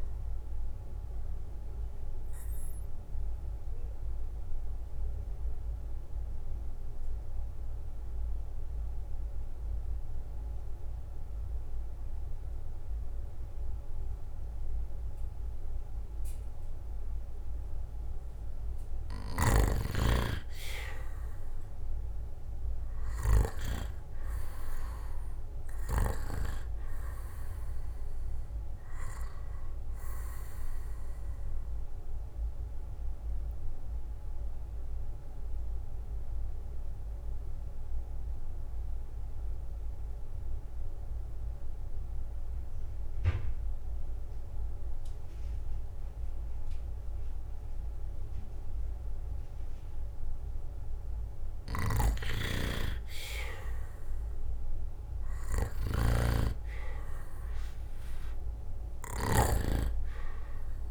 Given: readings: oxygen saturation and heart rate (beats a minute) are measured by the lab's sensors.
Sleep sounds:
breathing in sleep by a room microphone; 2
0.00-10.00 s: oxygen desaturation (device-marked, oxygen 89% lowest, heart rate 55 extreme)
0.50-19.50 s: obstructive apnea (oxygen 97% before, 89% lowest, heart rate 64 before, 53 extreme, up 15 after)
22.00-45.00 s: oxygen desaturation (device-marked, oxygen 98% before, 90% lowest, heart rate 58 before, 53 extreme)
22.50-26.50 s: arousal
33.00-52.50 s: obstructive apnea (oxygen 98% before, 89% lowest, heart rate 66 before, 53 extreme, up 11 after)
54.50-57.50 s: arousal
57.00-60.91 s: oxygen desaturation (device-marked, oxygen 98% before, 90% lowest, heart rate 59 before, 55 extreme)
From the record:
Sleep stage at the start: N2 (light sleep); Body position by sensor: on the back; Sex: male

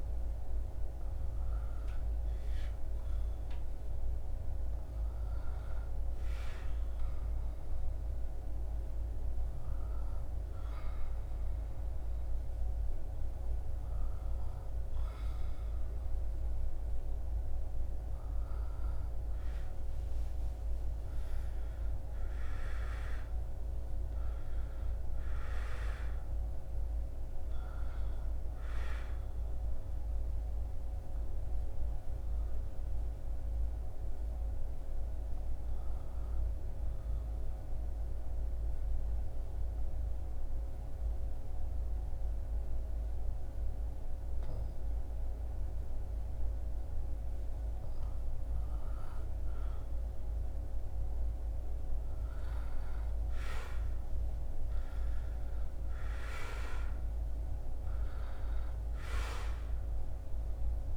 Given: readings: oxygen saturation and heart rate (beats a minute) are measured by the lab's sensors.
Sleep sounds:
breathing in sleep, hard to hear, by a room microphone; 2
0.00-1.00 s: oxygen desaturation (device-marked, oxygen 93% lowest, heart rate 68 extreme)
7.50-20.00 s: hypopnea (oxygen 100% before, 97% lowest, heart rate 74 before, 64 extreme, up 12 after)
22.00-25.50 s: arousal
29.50-51.00 s: obstructive apnea (oxygen 100% before, 96% lowest, heart rate 73 before, 64 extreme, up 13 after)
53.00-57.50 s: arousal
From the record:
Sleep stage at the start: N2 (light sleep); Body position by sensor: on the back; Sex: male

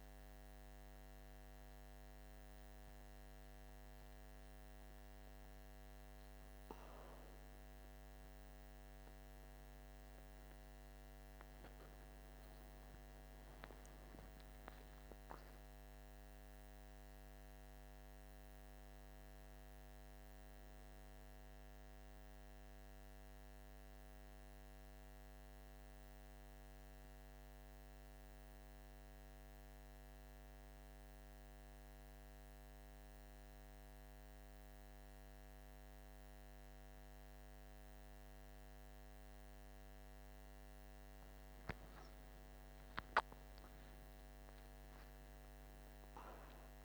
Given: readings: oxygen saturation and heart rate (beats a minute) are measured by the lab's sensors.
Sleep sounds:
a person awake in a sleep study, hard to hear, by a microphone on the trachea; none
none scored
From the record:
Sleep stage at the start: awake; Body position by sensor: on the right side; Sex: male

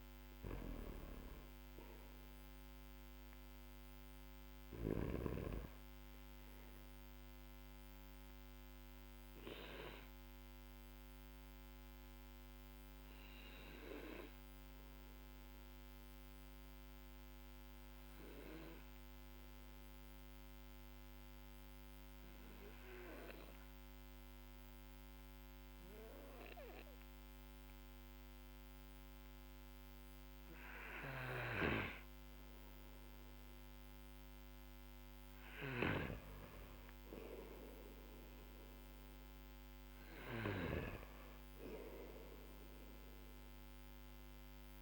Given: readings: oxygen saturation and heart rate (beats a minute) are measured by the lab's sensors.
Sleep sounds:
breathing in sleep by a microphone on the trachea; 1
0.00-5.00 s: snoring (device-marked)
1.50-20.50 s: oxygen desaturation (device-marked, oxygen 96% before, 93% lowest, heart rate 58 before, 45 extreme)
9.00-34.50 s: obstructive apnea (oxygen 98% before, 93% lowest, heart rate 52 before, 44 extreme, up 7 after)
30.50-35.50 s: snoring (device-marked)
36.50-42.50 s: arousal
From the record:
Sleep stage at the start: N1 (lightest sleep); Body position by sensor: on the back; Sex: male

